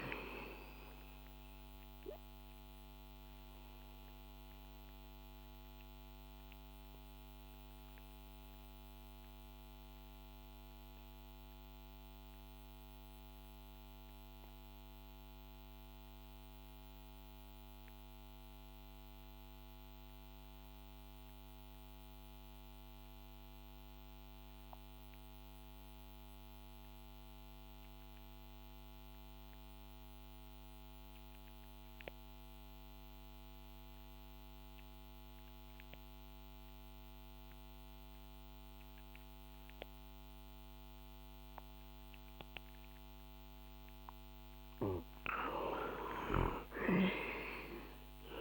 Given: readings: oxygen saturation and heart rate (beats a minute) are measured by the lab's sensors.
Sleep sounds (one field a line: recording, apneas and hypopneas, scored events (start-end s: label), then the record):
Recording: breathing in sleep by a microphone on the trachea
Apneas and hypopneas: 1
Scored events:
0.00-20.00 s: oxygen desaturation (device-marked, oxygen 96% before, 89% lowest, heart rate 63 before, 60 extreme)
3.50-43.00 s: mixed apnea (oxygen 98% before, 85% lowest, heart rate 64 before, 55 extreme, up 10 after)
13.00-48.41 s: new sleep stage, REM sleep
40.00-48.41 s: oxygen desaturation (device-marked, oxygen 96% before, 85% lowest, heart rate 61 before, 55 extreme)
44.50-48.41 s: arousal
From the record:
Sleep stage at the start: N2 (light sleep)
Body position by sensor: on the back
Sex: male